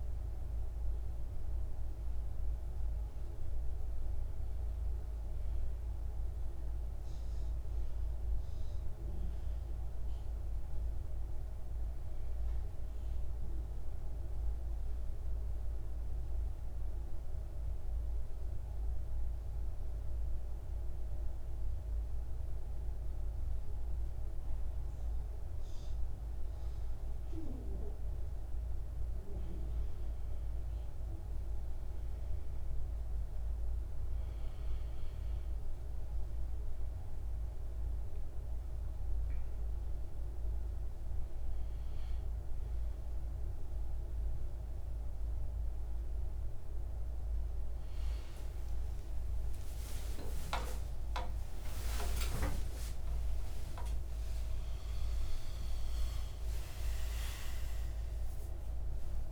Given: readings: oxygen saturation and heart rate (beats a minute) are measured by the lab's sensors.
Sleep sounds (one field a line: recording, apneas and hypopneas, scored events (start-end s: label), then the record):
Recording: breathing in sleep by a room microphone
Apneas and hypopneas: 1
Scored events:
0.00-8.00 s: oxygen desaturation (device-marked, oxygen 86% lowest, heart rate 54 extreme)
9.00-11.50 s: arousal
13.00-28.00 s: central apnea (oxygen 99% before, 90% lowest, heart rate 62 before, 54 extreme, up 9 after)
31.00-51.00 s: oxygen desaturation (device-marked, oxygen 99% before, 90% lowest, heart rate 57 before, 46 extreme)
48.00-59.32 s: new sleep stage, awake
From the record:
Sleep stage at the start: N2 (light sleep)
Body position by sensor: on the back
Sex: male